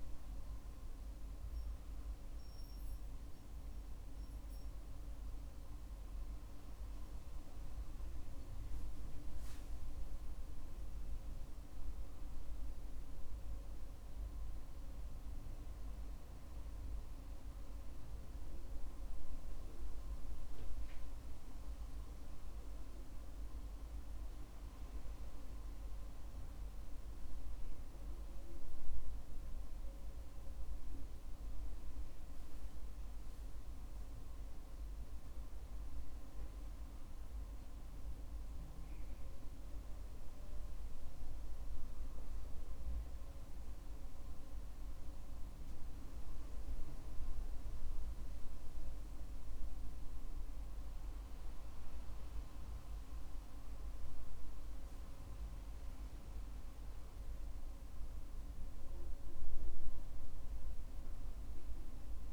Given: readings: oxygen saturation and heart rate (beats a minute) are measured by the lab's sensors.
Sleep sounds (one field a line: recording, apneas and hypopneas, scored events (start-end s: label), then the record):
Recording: a person awake in a sleep study, hard to hear, by a room microphone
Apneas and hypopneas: none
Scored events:
none scored
From the record:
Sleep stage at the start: awake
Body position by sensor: on the back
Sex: male